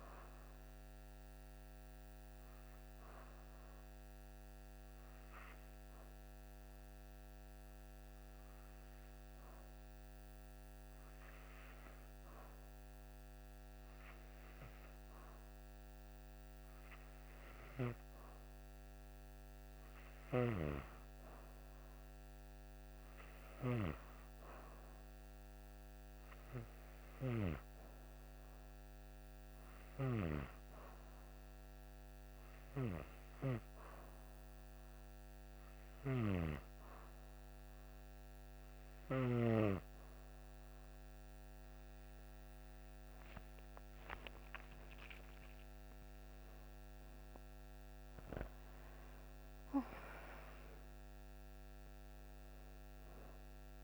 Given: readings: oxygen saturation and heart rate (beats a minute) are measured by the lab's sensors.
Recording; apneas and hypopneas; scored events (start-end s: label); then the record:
breathing in sleep by a microphone on the trachea; 2
0.00-9.50 s: oxygen desaturation (device-marked, oxygen 89% lowest)
3.00-19.50 s: hypopnea (oxygen 95% before, 90% lowest)
21.00-24.00 s: arousal
27.50-41.50 s: oxygen desaturation (device-marked, oxygen 95% before, 91% lowest)
29.00-43.00 s: hypopnea (oxygen 95% before, 85% lowest)
44.00-48.00 s: arousal
From the record:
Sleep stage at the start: N2 (light sleep); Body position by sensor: on the back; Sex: female